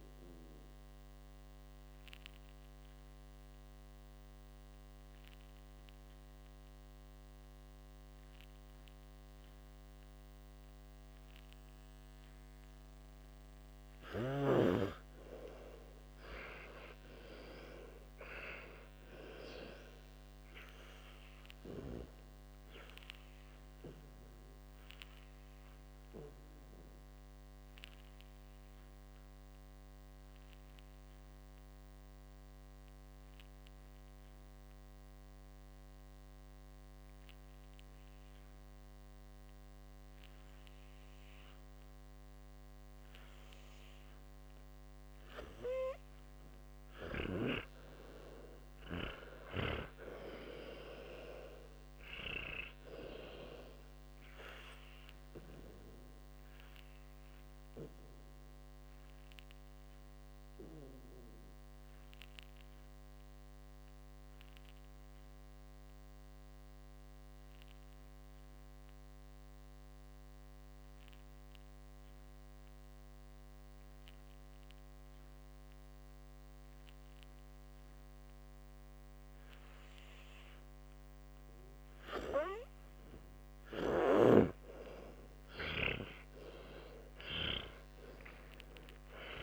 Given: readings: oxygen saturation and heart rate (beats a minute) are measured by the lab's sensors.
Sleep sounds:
breathing in sleep by a microphone on the trachea; 3
0.50-13.50 s: obstructive apnea (oxygen 98% before, 88% lowest, heart rate 94 before, 57 extreme, up 54 after)
14.00-20.00 s: arousal
27.00-57.00 s: oxygen desaturation (device-marked, oxygen 99% before, 88% lowest, heart rate 78 before, 55 extreme)
28.50-44.50 s: obstructive apnea (oxygen 99% before, 88% lowest, heart rate 77 before, 58 extreme, up 13 after)
48.00-54.00 s: arousal
62.00-81.50 s: obstructive apnea (oxygen 99% before, 90% lowest, heart rate 64 before, 55 extreme, up 47 after)
78.00-85.00 s: oxygen desaturation (device-marked, oxygen 96% before, 90% lowest, heart rate 59 before, 57 extreme)
85.50-89.43 s: arousal
From the record:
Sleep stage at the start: N2 (light sleep); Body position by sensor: on the back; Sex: male

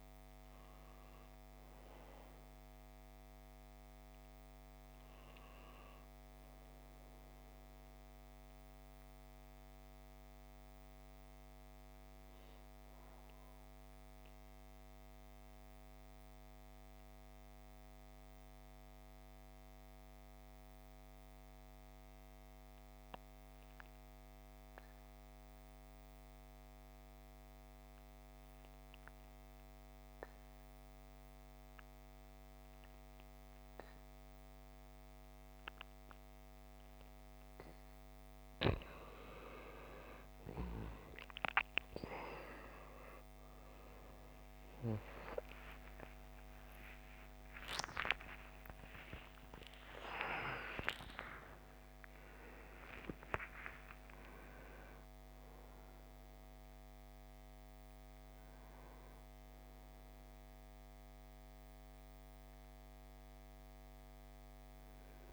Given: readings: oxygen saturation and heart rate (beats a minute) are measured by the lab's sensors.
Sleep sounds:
breathing in sleep by a microphone on the trachea; 1
0.00-16.00 s: oxygen desaturation (device-marked, oxygen 83% lowest, heart rate 49 extreme)
13.00-37.50 s: mixed apnea (oxygen 98% before, 81% lowest, heart rate 61 before, 49 extreme, up 47 after)
35.00-65.33 s: oxygen desaturation (device-marked, oxygen 97% before, 81% lowest, heart rate 51 before, 56 extreme)
40.00-45.00 s: arousal
49.00-65.33 s: new sleep stage, N1 (lightest sleep)
From the record:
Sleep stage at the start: N2 (light sleep); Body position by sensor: on the back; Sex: male

